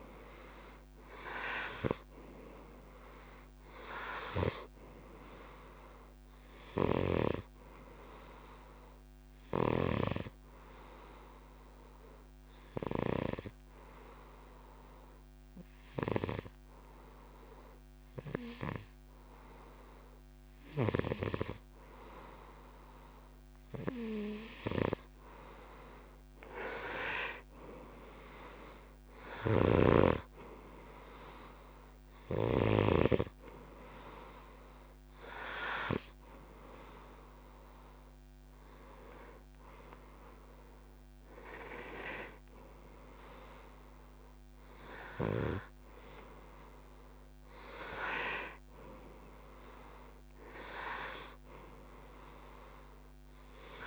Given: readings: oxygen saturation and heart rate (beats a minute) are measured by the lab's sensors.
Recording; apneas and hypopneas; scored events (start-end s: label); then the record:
breathing in sleep by a microphone on the trachea; 1
0.00-2.00 s: arousal
0.00-21.00 s: oxygen desaturation (device-marked, oxygen 92% lowest, heart rate 64 extreme)
8.00-24.00 s: obstructive apnea (oxygen 97% before, 92% lowest, heart rate 65 before, 64 extreme, up 1 after)
27.00-31.00 s: arousal
29.50-33.00 s: snoring (device-marked)
From the record:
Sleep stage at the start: N2 (light sleep); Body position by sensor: on the right side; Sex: male